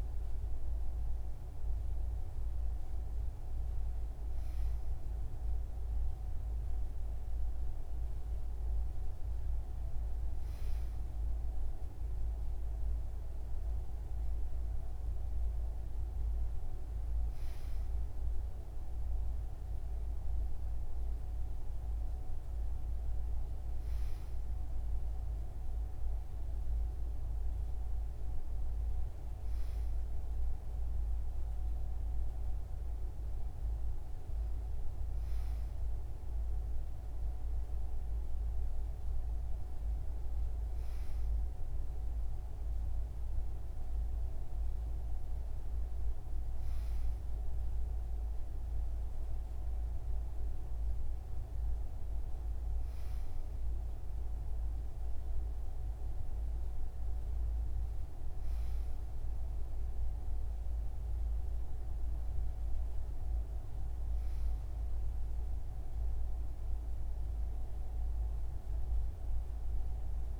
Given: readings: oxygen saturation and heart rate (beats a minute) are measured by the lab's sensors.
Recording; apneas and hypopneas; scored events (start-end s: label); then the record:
breathing in sleep, hard to hear, by a room microphone; none
none scored
From the record:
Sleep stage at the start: N2 (light sleep); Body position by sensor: on the right side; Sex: male